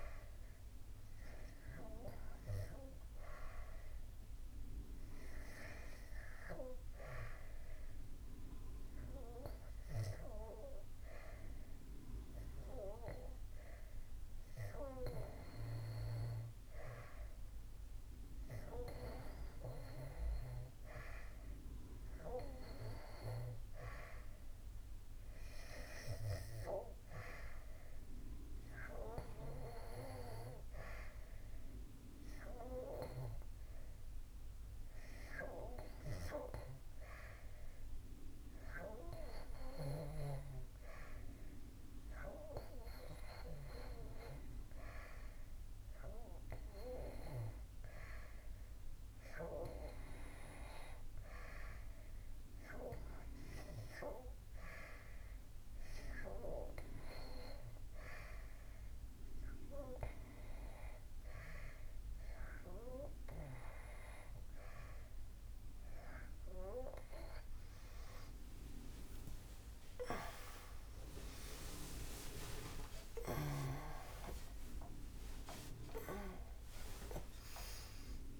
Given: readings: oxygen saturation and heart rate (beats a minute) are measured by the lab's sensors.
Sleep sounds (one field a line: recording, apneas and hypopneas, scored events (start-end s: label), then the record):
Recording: breathing in sleep by a room microphone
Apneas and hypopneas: 1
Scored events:
0.00-10.00 s: oxygen desaturation (device-marked, oxygen 92% lowest, heart rate 68 extreme)
7.00-17.00 s: obstructive apnea (oxygen 97% before, 89% lowest, heart rate 74 before, 77 extreme, up 2 after)
19.00-37.00 s: oxygen desaturation (device-marked, oxygen 95% before, 89% lowest, heart rate 75 before, 79 extreme)
19.50-22.50 s: arousal
72.00-77.50 s: arousal
From the record:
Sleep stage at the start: N2 (light sleep)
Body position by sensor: on the back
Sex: male